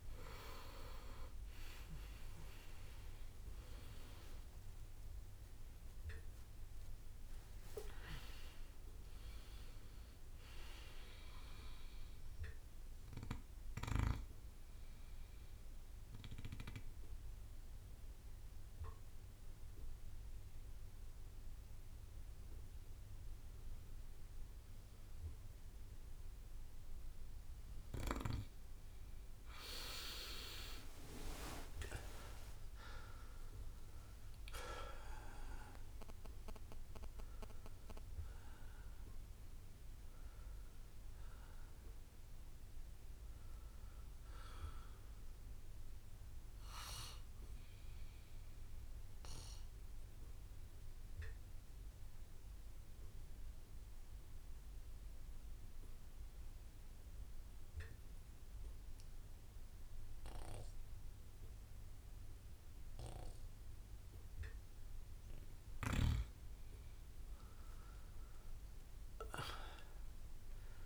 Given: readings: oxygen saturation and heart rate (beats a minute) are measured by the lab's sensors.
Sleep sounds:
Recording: breathing in sleep by a room microphone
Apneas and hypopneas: 2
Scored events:
1.50-22.50 s: oxygen desaturation (device-marked, oxygen 98% before, 94% lowest)
13.00-28.50 s: obstructive apnea (oxygen 98% before, 93% lowest)
30.00-35.50 s: arousal
30.50-57.50 s: bradycardia (device-marked)
32.00-34.00 s: long interval between heartbeats (device-marked)
36.50-46.50 s: oxygen desaturation (device-marked, oxygen 98% before, 93% lowest)
46.50-65.00 s: obstructive apnea (oxygen 99% before, 93% lowest)
67.00-70.86 s: arousal
68.50-70.50 s: long interval between heartbeats (device-marked)
From the record:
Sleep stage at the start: N2 (light sleep)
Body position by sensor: on the right side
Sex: male

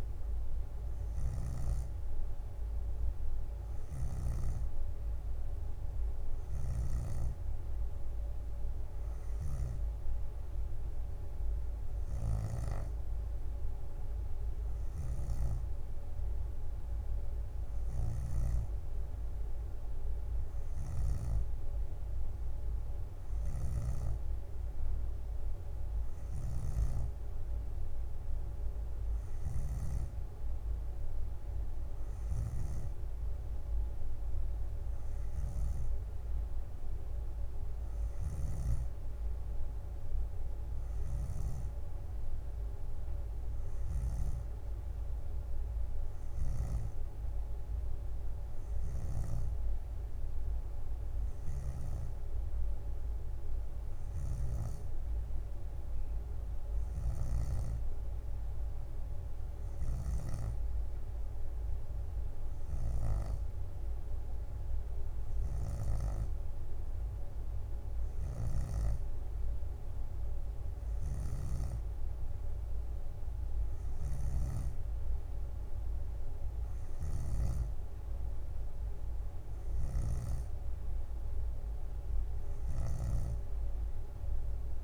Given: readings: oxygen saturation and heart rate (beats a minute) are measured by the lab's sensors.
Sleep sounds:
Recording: breathing in sleep, hard to hear, by a room microphone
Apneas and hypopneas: none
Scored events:
3.50-5.00 s: leg movement (device-marked)
23.00-25.00 s: bradycardia (device-marked, heart rate 64 before, 59 extreme)
23.50-25.00 s: leg movement (device-marked)
29.00-30.50 s: leg movement (device-marked)
43.50-44.50 s: leg movement (device-marked)
68.50-80.50 s: snoring (device-marked)
71.00-72.00 s: leg movement (device-marked)
77.00-78.00 s: leg movement (device-marked)
79.50-83.50 s: leg movement (device-marked)
From the record:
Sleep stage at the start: N3 (deep sleep)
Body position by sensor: on the back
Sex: female

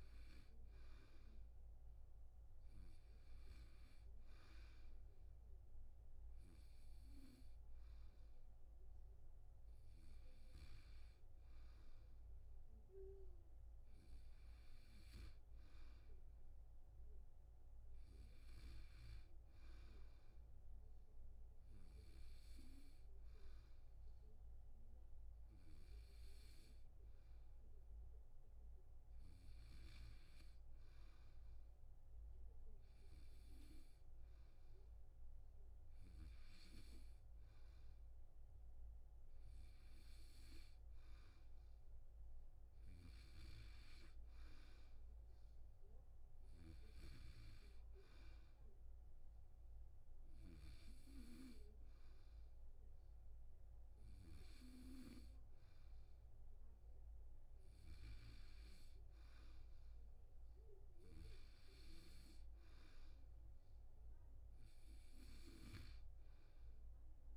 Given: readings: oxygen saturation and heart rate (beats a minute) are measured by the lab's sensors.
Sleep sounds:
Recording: breathing in sleep by a room microphone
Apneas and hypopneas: none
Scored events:
none scored
From the record:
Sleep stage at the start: N2 (light sleep)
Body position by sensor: on the back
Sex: male

